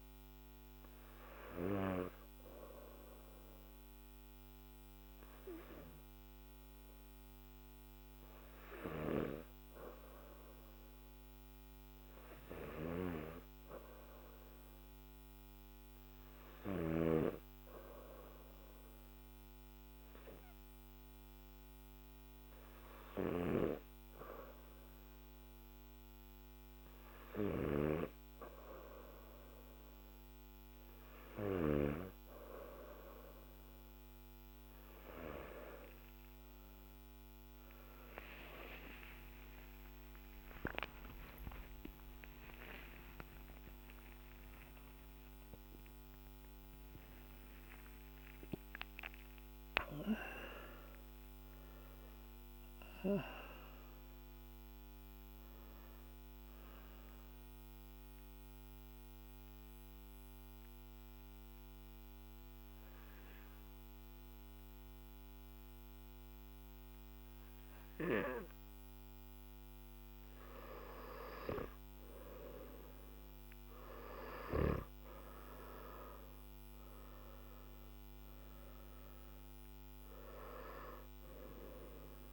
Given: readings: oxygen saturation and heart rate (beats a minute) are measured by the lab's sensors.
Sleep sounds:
breathing in sleep by a microphone on the trachea; 1
12.00-16.50 s: snoring (device-marked)
22.50-27.00 s: snoring (device-marked)
38.50-49.50 s: oxygen desaturation (device-marked, oxygen 95% before, 92% lowest, heart rate 56 before, 48 extreme)
40.50-42.50 s: long interval between heartbeats (device-marked, heart rate 60 before, 114 extreme)
43.00-45.00 s: long interval between heartbeats (device-marked, heart rate 68 before, 169 extreme)
57.50-70.50 s: mixed apnea (oxygen 95% before, 94% lowest, heart rate 106 before, 48 extreme, up 7 after)
78.50-82.33 s: oxygen desaturation (device-marked, oxygen 98% before, 94% lowest, heart rate 52 before, 50 extreme)
From the record:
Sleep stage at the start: N2 (light sleep); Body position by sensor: on the back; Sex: male

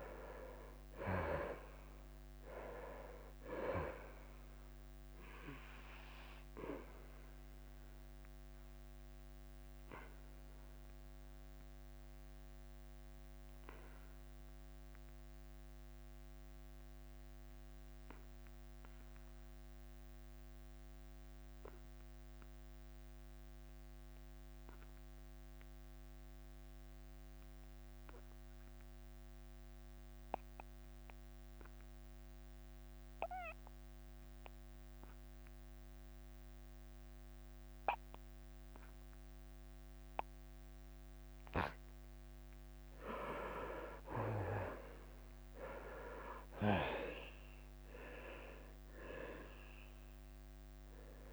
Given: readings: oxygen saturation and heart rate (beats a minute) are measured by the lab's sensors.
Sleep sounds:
breathing in sleep by a microphone on the trachea; 1
0.00-3.00 s: arousal
0.00-10.00 s: drop in pulse transit time (device-marked, heart rate 85 extreme)
10.50-42.50 s: obstructive apnea (oxygen 97% before, 78% lowest, heart rate 89 before, 78 extreme, up 11 after)
24.00-37.00 s: oxygen desaturation (device-marked, oxygen 96% before, 79% lowest, heart rate 90 before, 78 extreme)
43.00-51.33 s: drop in pulse transit time (device-marked, heart rate 81 before, 86 extreme)
45.50-49.50 s: arousal
From the record:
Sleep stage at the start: N2 (light sleep); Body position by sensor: on the back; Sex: male

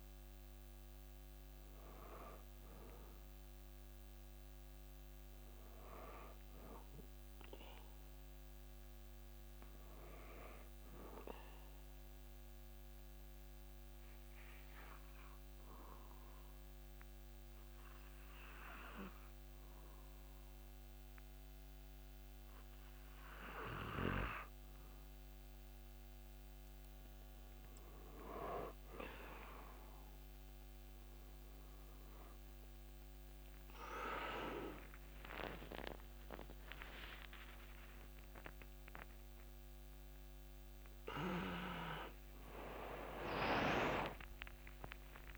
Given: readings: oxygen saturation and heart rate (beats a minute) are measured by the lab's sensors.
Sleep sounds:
a person awake in a sleep study, by a microphone on the trachea; 1
9.50-24.50 s: obstructive apnea (oxygen 99% before, 93% lowest)
22.00-45.38 s: new sleep stage, awake
28.00-45.38 s: oxygen desaturation (device-marked, oxygen 98% before, 93% lowest)
From the record:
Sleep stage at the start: N2 (light sleep); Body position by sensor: on the back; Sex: male

